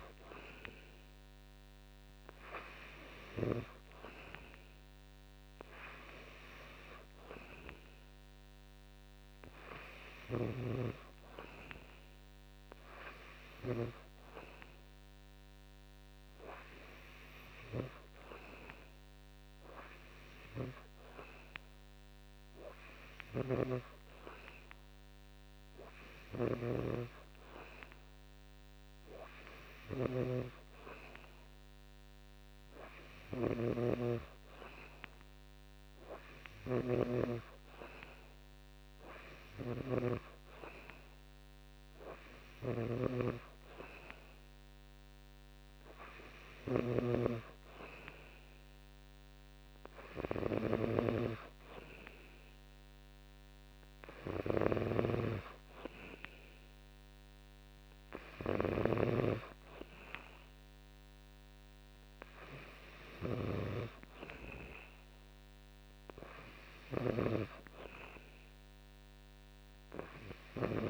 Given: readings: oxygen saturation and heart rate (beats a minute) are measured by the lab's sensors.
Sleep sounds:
breathing in sleep by a microphone on the trachea; none
23.00-26.50 s: snoring (device-marked)
33.50-47.00 s: snoring (device-marked)
From the record:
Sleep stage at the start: N2 (light sleep); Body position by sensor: on the back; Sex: male

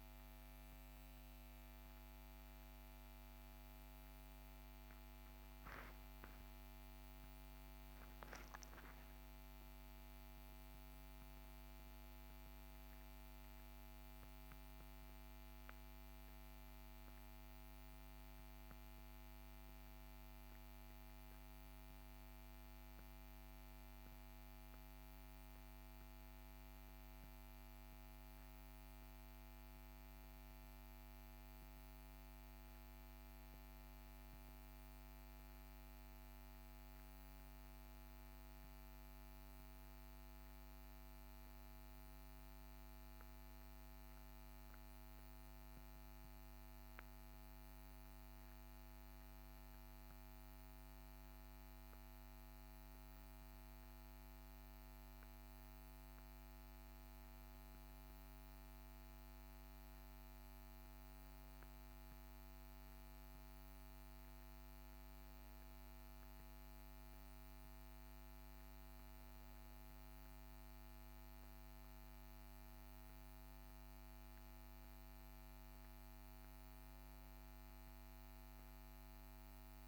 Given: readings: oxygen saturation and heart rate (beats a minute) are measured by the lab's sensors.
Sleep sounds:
breathing in sleep, hard to hear, by a microphone on the trachea; none
6.00-11.00 s: arousal
From the record:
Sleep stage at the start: N1 (lightest sleep); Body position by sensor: on the back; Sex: male

